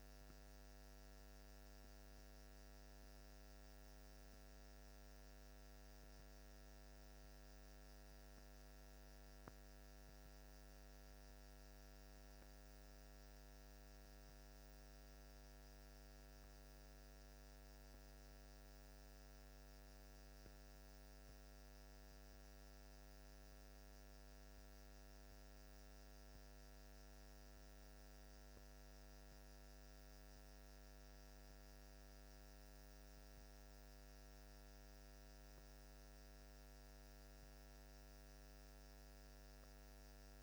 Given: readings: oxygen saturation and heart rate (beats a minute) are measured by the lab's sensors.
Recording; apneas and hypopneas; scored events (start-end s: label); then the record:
breathing in sleep, hard to hear, by a microphone on the trachea; none
none scored
From the record:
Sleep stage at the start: N1 (lightest sleep); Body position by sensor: on the back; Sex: male